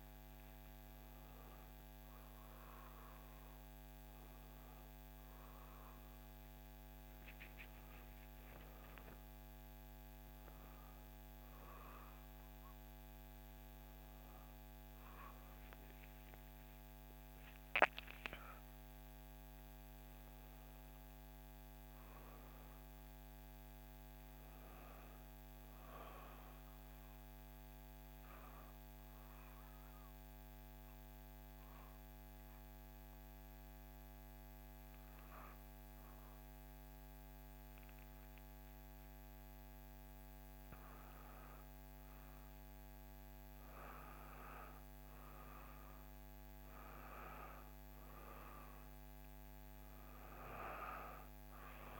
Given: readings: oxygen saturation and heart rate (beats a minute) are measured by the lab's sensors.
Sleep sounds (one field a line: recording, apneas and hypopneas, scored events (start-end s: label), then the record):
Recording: breathing in sleep by a microphone on the trachea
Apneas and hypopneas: 1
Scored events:
0.00-3.00 s: oxygen desaturation (device-marked, oxygen 87% lowest, heart rate 62 extreme)
13.00-52.00 s: new sleep stage, N2 (light sleep)
18.00-21.50 s: arousal
27.50-39.50 s: obstructive apnea (oxygen 97% before, 93% lowest, heart rate 64 before, 59 extreme, up 3 after)
43.50-47.50 s: arousal
48.00-52.00 s: oxygen desaturation (device-marked, oxygen 96% before, 93% lowest, heart rate 60 before, 58 extreme)
From the record:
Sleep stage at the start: N1 (lightest sleep)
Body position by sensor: on the back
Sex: female